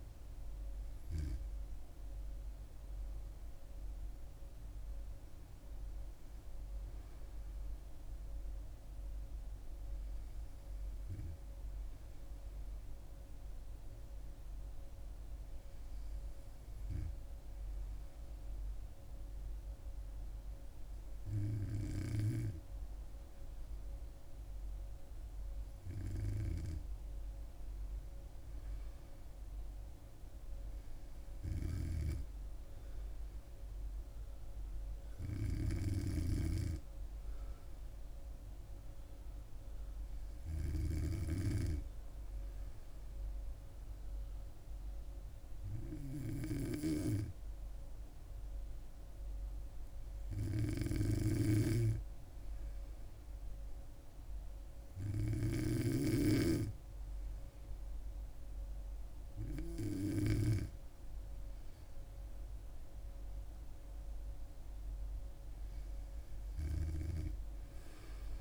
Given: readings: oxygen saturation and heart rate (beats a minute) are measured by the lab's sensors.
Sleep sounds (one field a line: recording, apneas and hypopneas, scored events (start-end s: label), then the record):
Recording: breathing in sleep by a room microphone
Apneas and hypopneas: 1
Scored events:
41.50-57.00 s: hypopnea (oxygen 98% before, 95% lowest, heart rate 66 before, 62 extreme, up 2 after)
61.50-65.50 s: arousal
From the record:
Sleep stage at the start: N2 (light sleep)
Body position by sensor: on the back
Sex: female